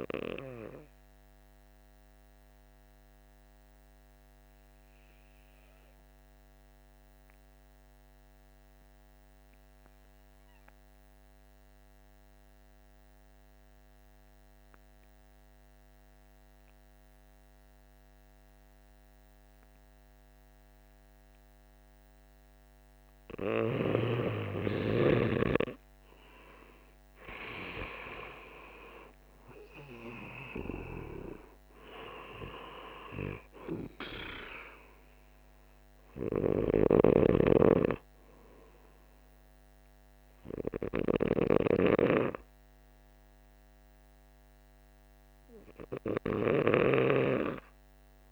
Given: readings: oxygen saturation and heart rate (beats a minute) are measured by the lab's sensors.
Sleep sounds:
breathing in sleep by a microphone on the trachea; 1
0.00-6.00 s: oxygen desaturation (device-marked, oxygen 90% lowest, heart rate 47 extreme)
3.50-22.00 s: obstructive apnea (oxygen 97% before, 85% lowest, heart rate 52 before, 48 extreme, up 12 after)
20.00-48.32 s: oxygen desaturation (device-marked, oxygen 98% before, 85% lowest, heart rate 48 before, 48 extreme)
23.50-26.50 s: arousal
From the record:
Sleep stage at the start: N2 (light sleep); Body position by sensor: on the back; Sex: male

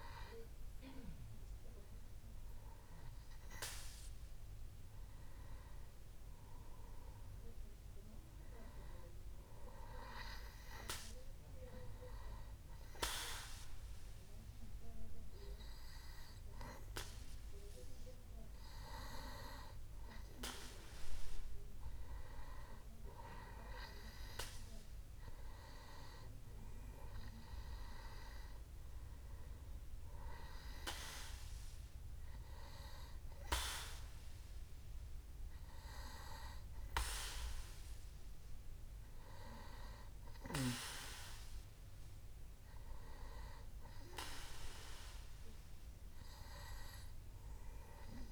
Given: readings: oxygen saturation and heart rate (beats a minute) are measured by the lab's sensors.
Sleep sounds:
breathing in sleep by a room microphone; none
none scored
From the record:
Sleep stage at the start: N2 (light sleep); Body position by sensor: on the back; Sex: male

